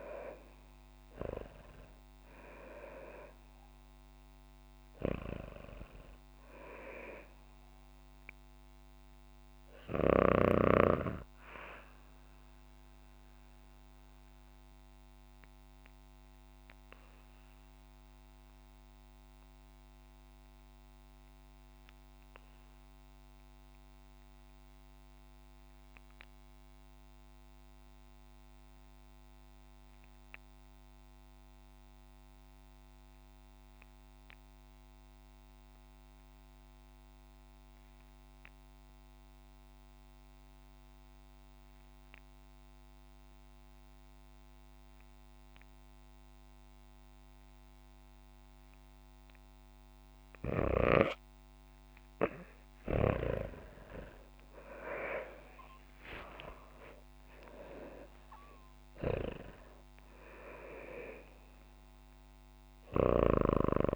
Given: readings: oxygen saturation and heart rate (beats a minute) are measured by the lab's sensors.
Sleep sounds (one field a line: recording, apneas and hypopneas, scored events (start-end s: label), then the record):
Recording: breathing in sleep by a microphone on the trachea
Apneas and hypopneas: 1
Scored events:
0.00-25.00 s: oxygen desaturation (device-marked, oxygen 84% lowest, heart rate 48 extreme)
13.00-49.50 s: obstructive apnea (oxygen 98% before, 74% lowest, heart rate 62 before, 48 extreme, up 20 after)
40.00-63.96 s: oxygen desaturation (device-marked, oxygen 98% before, 74% lowest, heart rate 56 before, 48 extreme)
54.50-59.50 s: arousal
From the record:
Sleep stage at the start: REM sleep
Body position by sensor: on the back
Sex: female